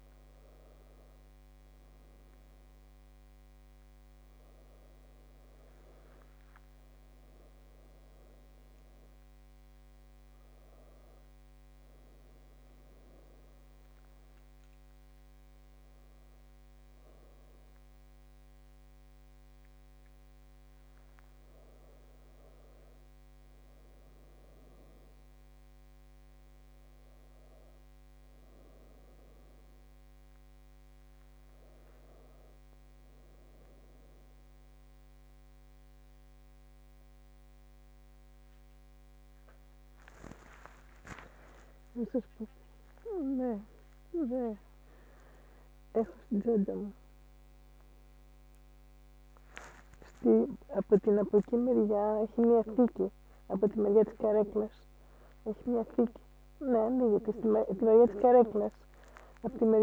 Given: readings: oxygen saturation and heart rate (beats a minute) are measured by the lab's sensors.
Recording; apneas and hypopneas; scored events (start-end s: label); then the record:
a person awake in a sleep study, by a microphone on the trachea; none
none scored
From the record:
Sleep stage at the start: awake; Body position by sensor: on the back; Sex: female